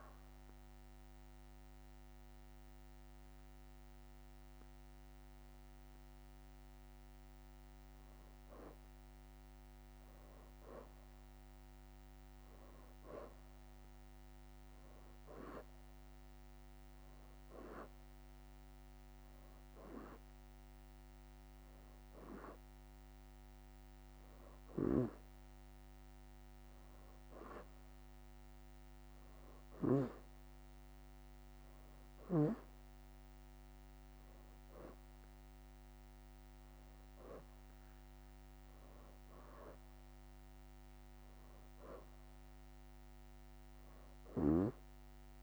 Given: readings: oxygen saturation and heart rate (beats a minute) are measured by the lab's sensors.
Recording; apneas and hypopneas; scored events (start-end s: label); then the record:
breathing in sleep by a microphone on the trachea; none
0.00-3.50 s: oxygen desaturation (device-marked, oxygen 89% lowest, heart rate 84 extreme)
1.00-11.00 s: leg movement (device-marked)
11.00-12.00 s: leg movement (device-marked)
15.00-23.50 s: leg movement (device-marked)
21.50-32.50 s: oxygen desaturation (device-marked, oxygen 94% before, 90% lowest, heart rate 86 before, 83 extreme)
25.50-35.50 s: leg movement (device-marked)
34.50-44.50 s: oxygen desaturation (device-marked, oxygen 93% before, 90% lowest, heart rate 85 before, 83 extreme)
From the record:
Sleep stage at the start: N2 (light sleep); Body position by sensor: on the back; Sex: female